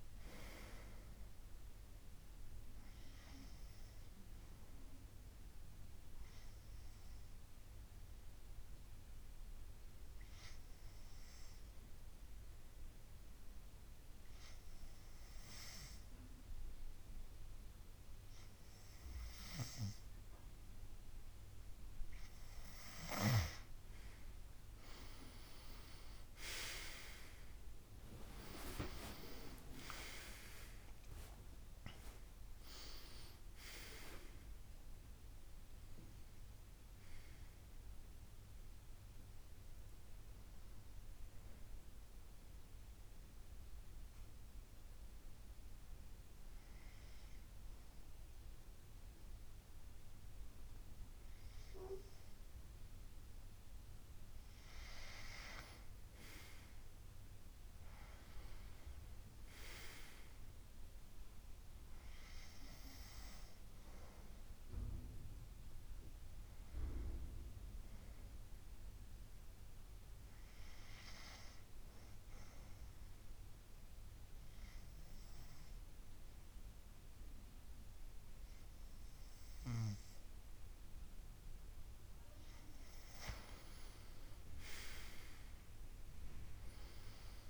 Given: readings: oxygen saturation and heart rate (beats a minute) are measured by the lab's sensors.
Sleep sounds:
breathing in sleep by a room microphone; 3
5.00-20.50 s: hypopnea (oxygen 95% before, 92% lowest, heart rate 72 before, 70 extreme, up 7 after)
15.50-25.50 s: oxygen desaturation (device-marked, oxygen 95% before, 92% lowest, heart rate 72 before, 70 extreme)
24.50-28.50 s: arousal
27.50-41.50 s: oxygen desaturation (device-marked, oxygen 96% before, 93% lowest, heart rate 72 before, 69 extreme)
42.00-53.50 s: hypopnea (oxygen 96% before, 93% lowest, heart rate 81 before, 69 extreme, up 6 after)
56.00-59.50 s: arousal
69.00-81.50 s: hypopnea (oxygen 97% before, 93% lowest, heart rate 73 before, 64 extreme, up 6 after)
84.50-87.50 s: arousal
From the record:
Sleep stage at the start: N2 (light sleep); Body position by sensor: on the back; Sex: male

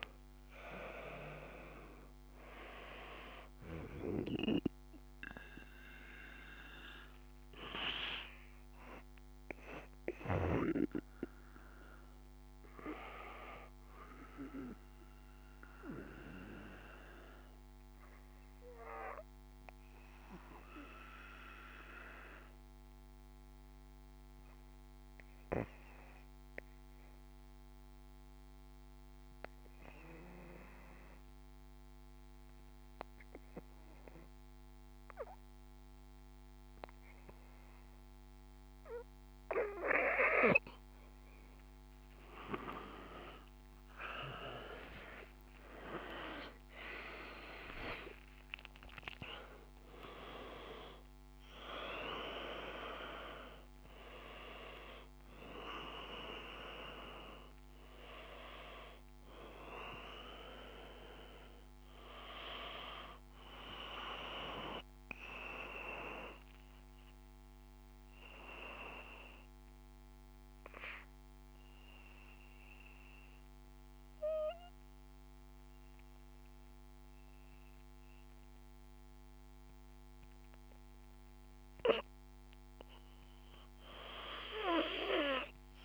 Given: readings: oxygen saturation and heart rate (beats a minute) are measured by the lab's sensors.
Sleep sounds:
breathing in sleep by a microphone on the trachea; 2
0.00-22.00 s: oxygen desaturation (device-marked, oxygen 90% lowest, heart rate 52 extreme)
14.00-39.00 s: obstructive apnea (oxygen 97% before, 90% lowest, heart rate 56 before, 54 extreme, up 15 after)
43.00-47.50 s: arousal
43.00-59.00 s: oxygen desaturation (device-marked, oxygen 98% before, 93% lowest, heart rate 55 before, 54 extreme)
64.00-81.00 s: obstructive apnea (oxygen 98% before, 91% lowest, heart rate 62 before, 52 extreme, up 0 after)
66.00-76.00 s: oxygen desaturation (device-marked, oxygen 94% before, 91% lowest, heart rate 62 before, 53 extreme)
83.00-85.85 s: arousal
From the record:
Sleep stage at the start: N2 (light sleep); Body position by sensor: on the back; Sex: male

